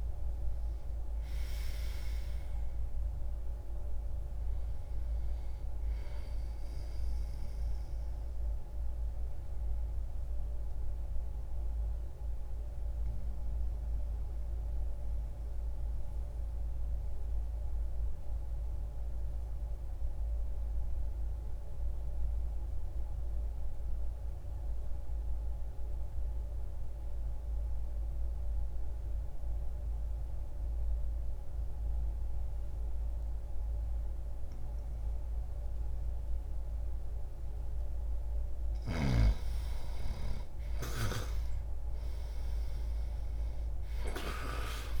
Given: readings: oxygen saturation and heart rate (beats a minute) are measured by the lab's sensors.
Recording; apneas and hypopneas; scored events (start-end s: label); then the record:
breathing in sleep by a room microphone; 1
0.00-26.00 s: oxygen desaturation (device-marked, oxygen 82% lowest)
7.00-37.00 s: obstructive apnea (oxygen 98% before, 82% lowest)
35.00-45.00 s: oxygen desaturation (device-marked, oxygen 98% before, 82% lowest)
38.50-43.00 s: arousal
From the record:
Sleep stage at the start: N2 (light sleep); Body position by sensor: on the back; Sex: male